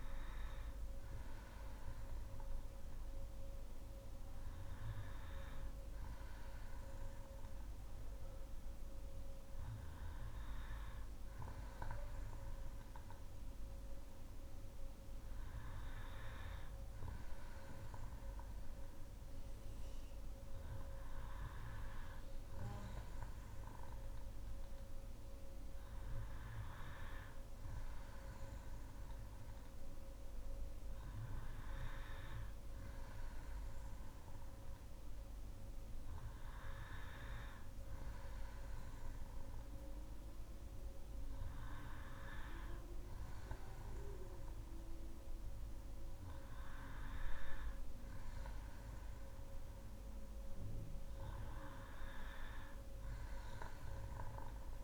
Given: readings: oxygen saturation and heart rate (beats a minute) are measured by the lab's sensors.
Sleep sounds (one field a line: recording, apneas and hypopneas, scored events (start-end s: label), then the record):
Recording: breathing in sleep by a room microphone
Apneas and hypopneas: none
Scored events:
none scored
From the record:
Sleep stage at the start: N2 (light sleep)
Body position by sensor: on the back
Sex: female